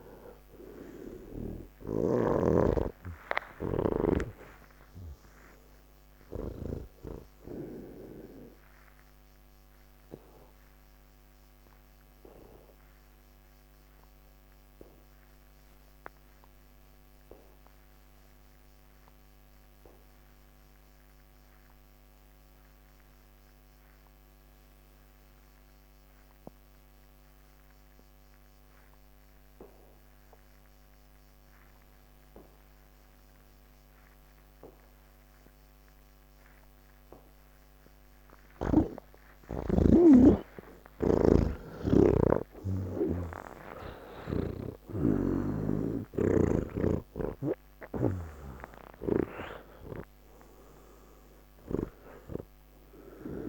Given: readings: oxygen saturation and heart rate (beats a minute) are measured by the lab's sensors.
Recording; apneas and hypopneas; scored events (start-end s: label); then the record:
breathing in sleep by a microphone on the trachea; 1
0.00-22.50 s: oxygen desaturation (device-marked, oxygen 80% lowest, heart rate 65 extreme)
2.00-7.00 s: snoring (device-marked)
9.00-38.50 s: obstructive apnea (oxygen 97% before, 79% lowest, heart rate 168 before, 38 extreme, up 33 after)
28.50-53.49 s: oxygen desaturation (device-marked, oxygen 98% before, 79% lowest, heart rate 119 before, 38 extreme)
41.00-45.00 s: snoring (device-marked)
From the record:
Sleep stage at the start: N1 (lightest sleep); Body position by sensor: on the back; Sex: male